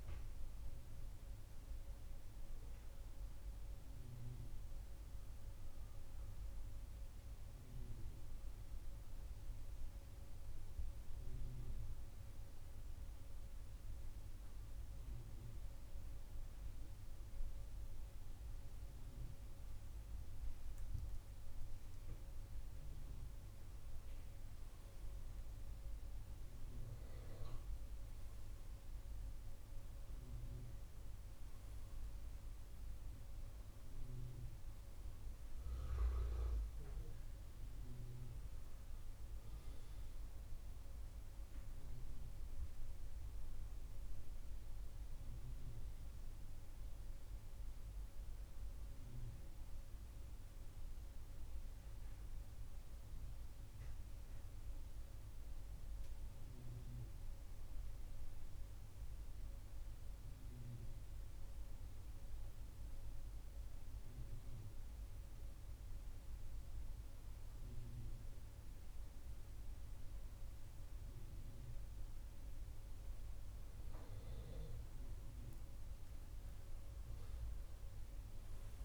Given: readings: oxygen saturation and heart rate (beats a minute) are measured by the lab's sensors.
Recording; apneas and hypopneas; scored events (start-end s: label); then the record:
breathing in sleep, hard to hear, by a room microphone; 2
4.00-19.50 s: hypopnea (oxygen 96% before, 93% lowest, heart rate 72 before, 70 extreme, up 2 after)
20.50-23.00 s: arousal
24.50-38.50 s: oxygen desaturation (device-marked, oxygen 97% before, 93% lowest, heart rate 71 before, 71 extreme)
51.00-54.50 s: arousal
58.00-68.00 s: mixed apnea (oxygen 97% before, 94% lowest, heart rate 72 before, 69 extreme, up 3 after)
70.50-74.00 s: arousal
From the record:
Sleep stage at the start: N2 (light sleep); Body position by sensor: on the right side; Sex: male